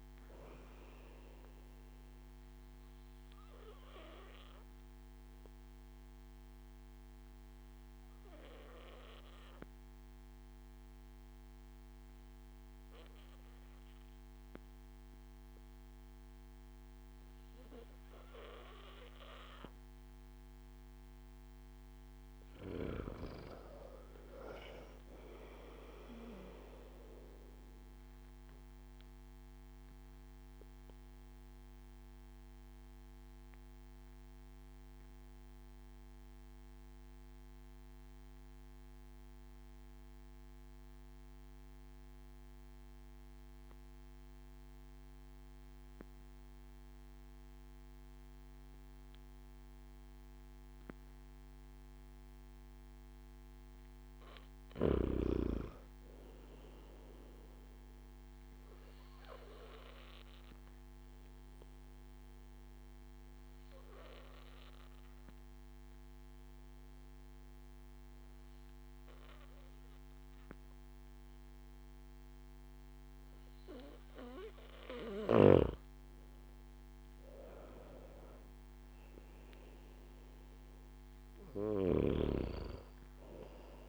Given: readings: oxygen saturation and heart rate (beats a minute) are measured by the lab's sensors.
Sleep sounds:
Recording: breathing in sleep by a microphone on the trachea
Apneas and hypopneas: 3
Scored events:
0.00-18.50 s: oxygen desaturation (device-marked, oxygen 93% lowest)
2.50-20.50 s: obstructive apnea (oxygen 97% before, 93% lowest)
24.00-27.00 s: arousal
31.00-52.00 s: obstructive apnea (oxygen 97% before, 93% lowest)
50.50-83.89 s: new sleep stage, N2 (light sleep)
53.50-57.00 s: arousal
58.50-75.50 s: oxygen desaturation (device-marked, oxygen 98% before, 93% lowest)
60.00-75.00 s: obstructive apnea (oxygen 98% before, 93% lowest)
78.00-81.50 s: arousal
From the record:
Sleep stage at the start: N1 (lightest sleep)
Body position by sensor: on the back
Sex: male

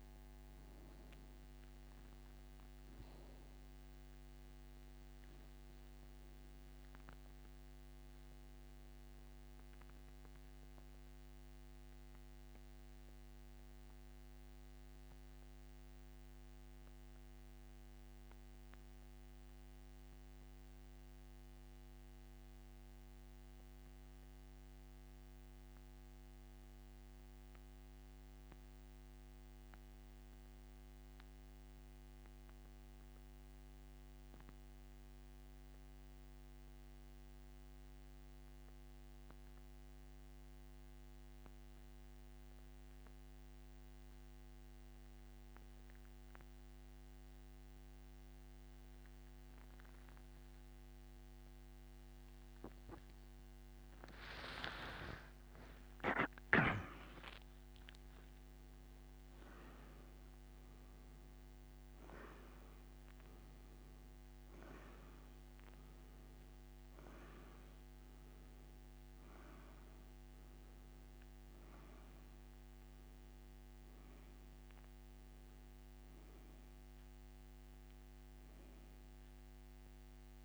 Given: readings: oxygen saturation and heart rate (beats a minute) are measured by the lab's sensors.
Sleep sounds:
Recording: breathing in sleep by a microphone on the trachea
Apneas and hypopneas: 1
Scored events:
8.50-53.00 s: mixed apnea (oxygen 97% before, 85% lowest, heart rate 88 before, 64 extreme, up 14 after)
14.50-44.50 s: oxygen desaturation (device-marked, oxygen 96% before, 88% lowest, heart rate 84 before, 64 extreme)
54.50-59.00 s: arousal
71.50-80.45 s: oxygen desaturation (device-marked, oxygen 97% before, 85% lowest, heart rate 80 before, 65 extreme)
From the record:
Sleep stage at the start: N2 (light sleep)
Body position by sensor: on the back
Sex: male

